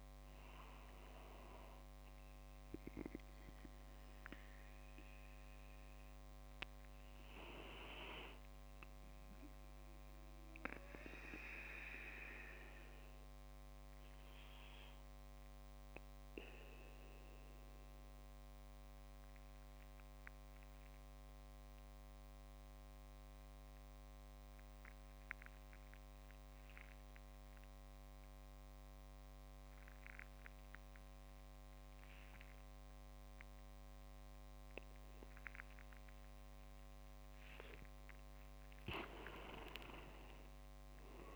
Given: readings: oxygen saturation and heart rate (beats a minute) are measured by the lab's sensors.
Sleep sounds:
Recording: breathing in sleep by a microphone on the trachea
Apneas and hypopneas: 1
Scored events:
8.50-37.00 s: obstructive apnea (oxygen 98% before, 94% lowest)
39.00-41.36 s: arousal
39.50-41.36 s: oxygen desaturation (device-marked, oxygen 98% before, 94% lowest)
From the record:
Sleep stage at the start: N2 (light sleep)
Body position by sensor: on the back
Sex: male

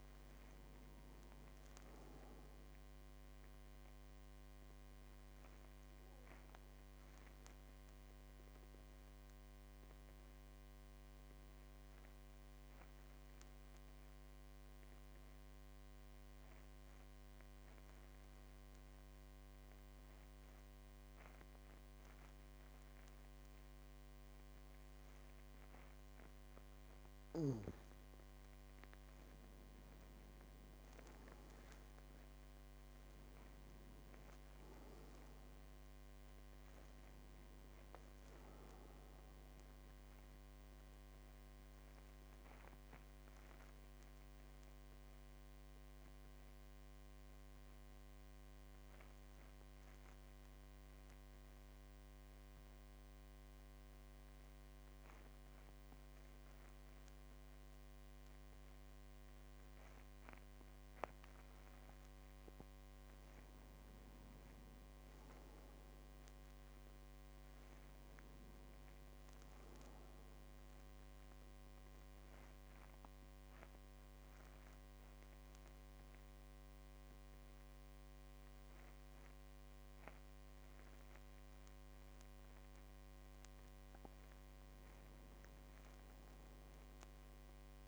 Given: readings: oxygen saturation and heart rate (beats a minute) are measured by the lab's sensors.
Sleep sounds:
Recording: breathing in sleep, hard to hear, by a microphone on the trachea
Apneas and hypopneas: 3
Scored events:
0.00-17.50 s: oxygen desaturation (device-marked, oxygen 90% lowest, heart rate 46 extreme)
4.00-27.00 s: obstructive apnea (oxygen 99% before, 90% lowest, heart rate 52 before, 46 extreme, up 6 after)
29.00-32.50 s: arousal
32.50-51.50 s: oxygen desaturation (device-marked, oxygen 99% before, 91% lowest, heart rate 51 before, 47 extreme)
41.50-60.50 s: obstructive apnea (oxygen 99% before, 91% lowest, heart rate 54 before, 46 extreme, up 6 after)
64.50-68.00 s: arousal
67.50-87.50 s: oxygen desaturation (device-marked, oxygen 99% before, 93% lowest, heart rate 50 before, 46 extreme)
71.50-83.50 s: obstructive apnea (oxygen 99% before, 93% lowest, heart rate 51 before, 46 extreme, up 6 after)
From the record:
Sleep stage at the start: N2 (light sleep)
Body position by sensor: on the back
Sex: male

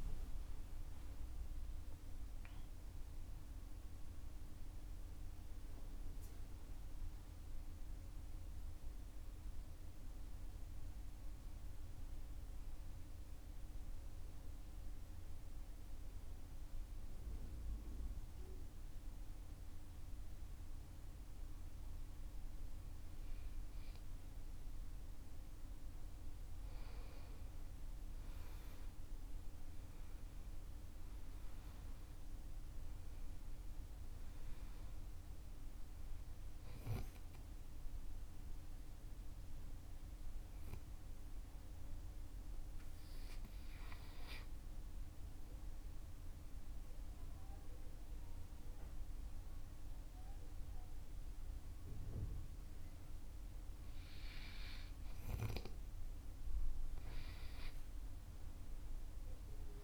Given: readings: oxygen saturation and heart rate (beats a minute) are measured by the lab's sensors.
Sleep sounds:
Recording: breathing in sleep, hard to hear, by a room microphone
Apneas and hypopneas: 2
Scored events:
7.00-11.00 s: arousal
14.00-25.50 s: mixed apnea (oxygen 97% before, 90% lowest, heart rate 66 before, 48 extreme, up 11 after)
28.50-32.00 s: arousal
38.50-59.84 s: oxygen desaturation (device-marked, oxygen 97% before, 90% lowest, heart rate 56 before, 47 extreme)
39.50-55.50 s: mixed apnea (oxygen 97% before, 90% lowest, heart rate 56 before, 47 extreme, up 14 after)
58.00-59.84 s: arousal
From the record:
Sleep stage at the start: N2 (light sleep)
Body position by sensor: on the back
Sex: male

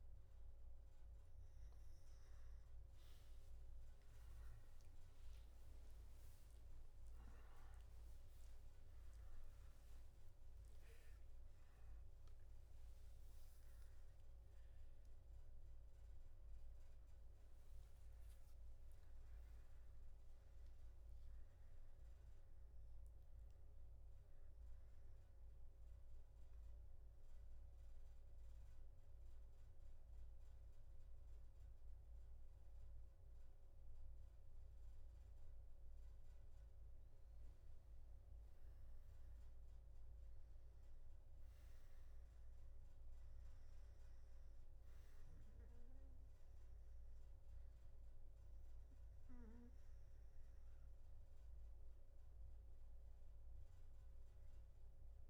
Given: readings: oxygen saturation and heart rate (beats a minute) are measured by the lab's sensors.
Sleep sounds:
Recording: breathing in sleep, hard to hear, by a room microphone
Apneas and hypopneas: none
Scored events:
none scored
From the record:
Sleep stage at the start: N2 (light sleep)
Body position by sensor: on the back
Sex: male

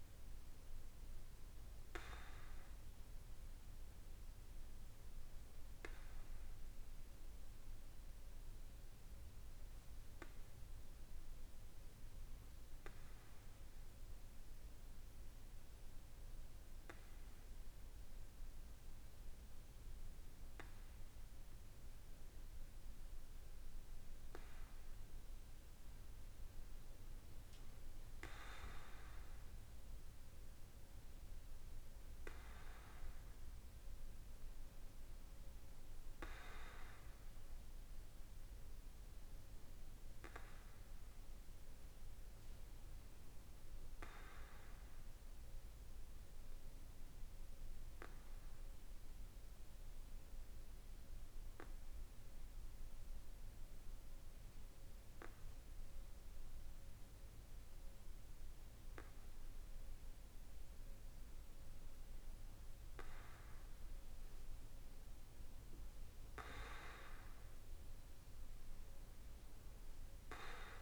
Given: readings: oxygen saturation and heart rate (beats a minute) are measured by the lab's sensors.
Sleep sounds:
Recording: breathing in sleep by a room microphone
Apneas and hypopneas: 2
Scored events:
9.00-24.50 s: hypopnea (oxygen 97% before, 94% lowest, heart rate 49 before, 48 extreme, up 2 after)
28.00-32.00 s: arousal
43.50-60.50 s: hypopnea (oxygen 96% before, 94% lowest, heart rate 49 before, 47 extreme, up 12 after)
67.00-70.82 s: arousal
From the record:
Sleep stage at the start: N2 (light sleep)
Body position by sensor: on the back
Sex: male

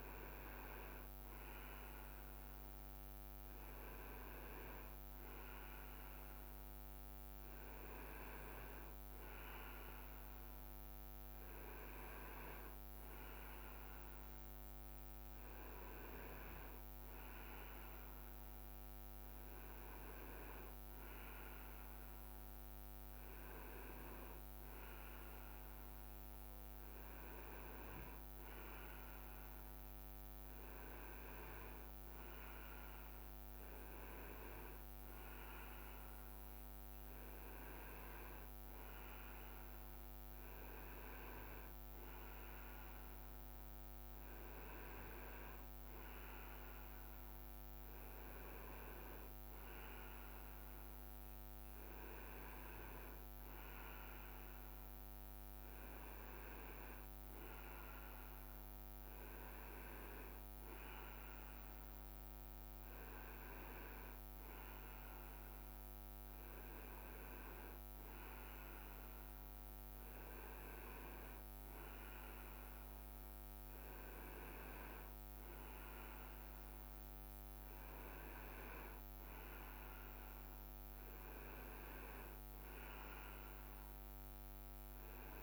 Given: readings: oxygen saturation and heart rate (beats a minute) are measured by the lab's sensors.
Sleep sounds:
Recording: breathing in sleep by a microphone on the trachea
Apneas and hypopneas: none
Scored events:
none scored
From the record:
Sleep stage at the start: N2 (light sleep)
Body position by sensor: on the right side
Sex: male

